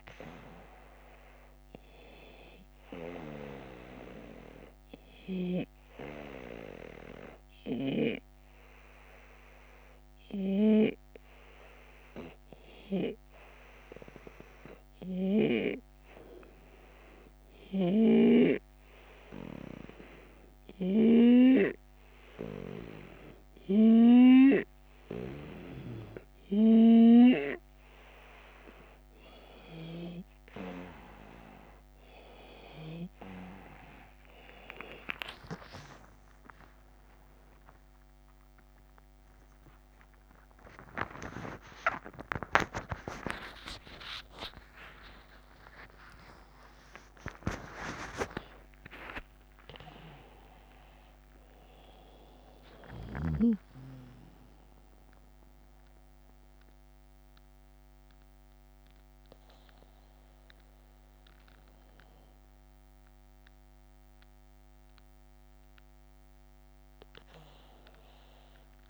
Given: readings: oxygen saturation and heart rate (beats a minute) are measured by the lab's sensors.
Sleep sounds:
a person awake in a sleep study, by a microphone on the trachea; 1
5.00 s: drop in pulse transit time (device-marked)
5.50-20.50 s: hypopnea (oxygen 94% before, 91% lowest)
19.00-68.90 s: new sleep stage, awake
36.50-38.50 s: long interval between heartbeats (device-marked)
41.00-51.00 s: drop in pulse transit time (device-marked)
43.00-45.00 s: long interval between heartbeats (device-marked)
46.50-48.50 s: long interval between heartbeats (device-marked)
50.00-52.00 s: long interval between heartbeats (device-marked, heart rate 36 before, 82 extreme)
From the record:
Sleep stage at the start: N2 (light sleep); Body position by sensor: on the right side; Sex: male

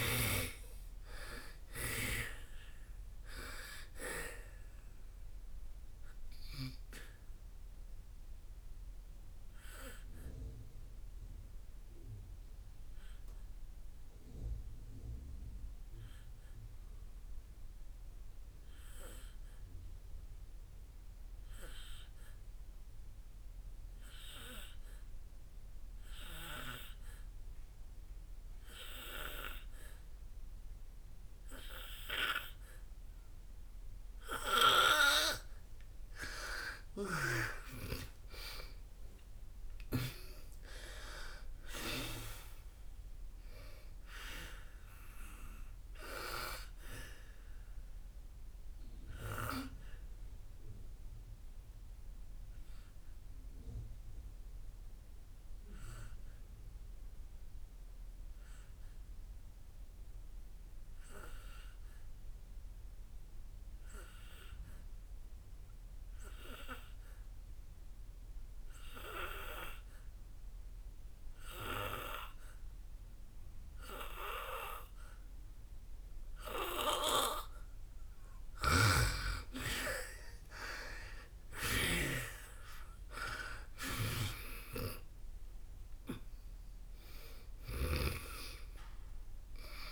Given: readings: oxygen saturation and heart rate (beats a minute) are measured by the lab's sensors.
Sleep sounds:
breathing in sleep by a room microphone; 2
4.00-28.00 s: oxygen desaturation (device-marked, oxygen 98% before, 87% lowest, heart rate 63 before, 53 extreme)
7.50-35.50 s: mixed apnea (oxygen 98% before, 87% lowest, heart rate 65 before, 53 extreme, up 10 after)
37.00-41.50 s: arousal
38.00-70.00 s: oxygen desaturation (device-marked, oxygen 99% before, 87% lowest, heart rate 59 before, 55 extreme)
48.50-77.50 s: obstructive apnea (oxygen 99% before, 87% lowest, heart rate 65 before, 54 extreme, up 11 after)
79.50-83.50 s: arousal
81.00-89.92 s: oxygen desaturation (device-marked, oxygen 99% before, 87% lowest, heart rate 60 before, 54 extreme)
84.00-88.50 s: snoring (device-marked)
From the record:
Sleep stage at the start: N2 (light sleep); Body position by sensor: on the back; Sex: female

